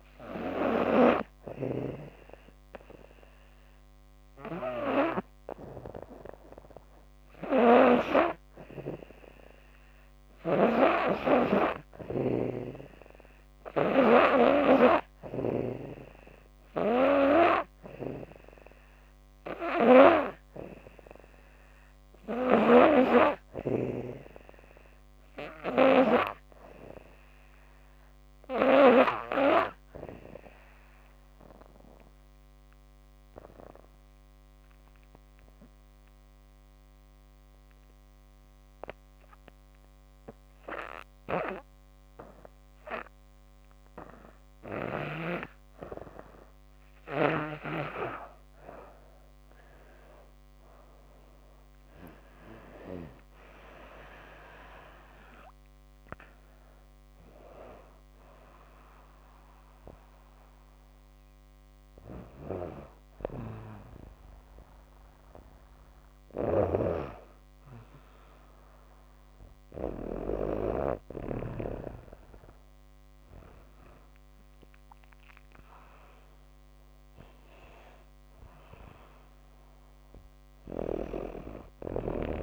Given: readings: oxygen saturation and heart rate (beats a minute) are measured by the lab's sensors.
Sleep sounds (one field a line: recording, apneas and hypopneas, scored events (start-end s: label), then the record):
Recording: breathing in sleep by a microphone on the trachea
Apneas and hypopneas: 1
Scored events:
0.00-1.00 s: snoring (device-marked)
9.50-13.50 s: snoring (device-marked)
21.50-25.50 s: snoring (device-marked)
28.00-43.50 s: obstructive apnea (oxygen 100% before, 85% lowest, heart rate 78 before, 59 extreme, up 7 after)
45.00-47.50 s: arousal
65.50-69.50 s: snoring (device-marked)
69.00-79.00 s: oxygen desaturation (device-marked, oxygen 97% before, 85% lowest, heart rate 85 before, 82 extreme)
80.00-82.43 s: snoring (device-marked)
From the record:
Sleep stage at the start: N2 (light sleep)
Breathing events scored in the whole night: 163 in 5.4 hours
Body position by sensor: on the back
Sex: female